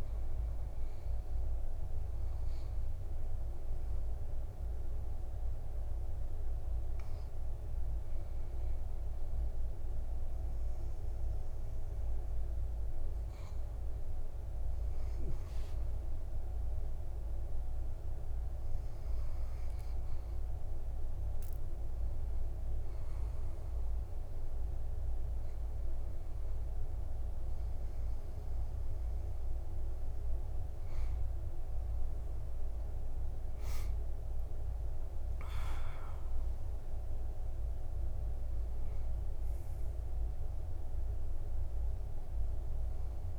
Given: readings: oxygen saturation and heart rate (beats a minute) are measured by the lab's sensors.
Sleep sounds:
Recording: breathing in sleep, hard to hear, by a room microphone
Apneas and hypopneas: 1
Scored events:
1.50-14.00 s: obstructive apnea (oxygen 96% before, 93% lowest, heart rate 66 before, 59 extreme, up 6 after)
17.00-21.00 s: arousal
From the record:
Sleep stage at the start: REM sleep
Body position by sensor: on the back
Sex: male

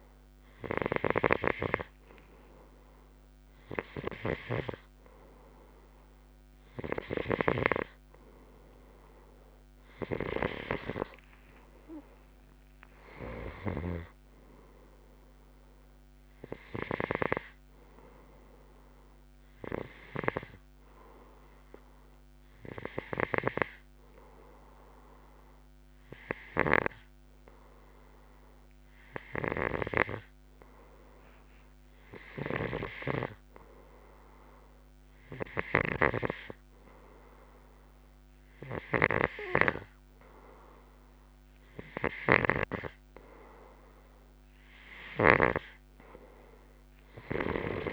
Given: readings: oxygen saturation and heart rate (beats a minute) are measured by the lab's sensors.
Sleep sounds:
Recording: breathing in sleep by a microphone on the trachea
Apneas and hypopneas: none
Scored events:
0.00-20.50 s: snoring (device-marked)
26.50-45.50 s: snoring (device-marked)
From the record:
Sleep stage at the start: N2 (light sleep)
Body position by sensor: on the left side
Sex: male

